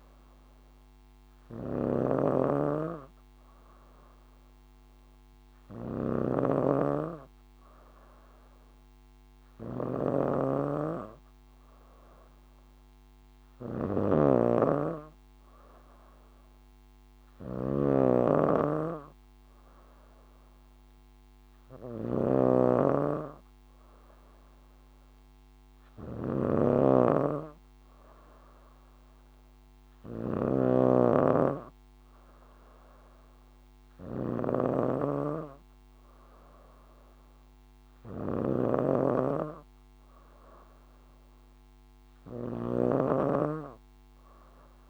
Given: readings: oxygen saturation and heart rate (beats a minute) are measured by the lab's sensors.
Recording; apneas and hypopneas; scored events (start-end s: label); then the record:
breathing in sleep by a microphone on the trachea; none
0.00-44.90 s: snoring (device-marked)
From the record:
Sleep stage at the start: N3 (deep sleep); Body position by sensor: on the back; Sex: female